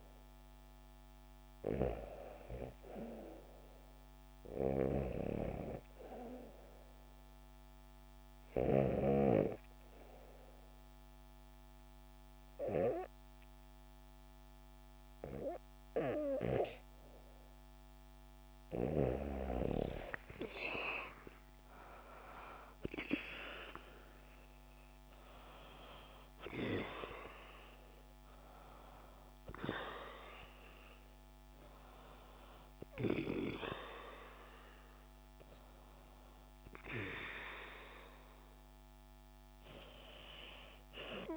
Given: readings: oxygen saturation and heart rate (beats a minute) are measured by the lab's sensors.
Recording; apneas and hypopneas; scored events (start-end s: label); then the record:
breathing in sleep by a microphone on the trachea; 1
8.00-19.00 s: hypopnea (oxygen 95% before, 93% lowest, heart rate 76 before, 75 extreme, up 8 after)
14.50-41.36 s: new sleep stage, N2 (light sleep)
20.00-25.50 s: arousal
From the record:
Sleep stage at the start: REM sleep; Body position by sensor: on the back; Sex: female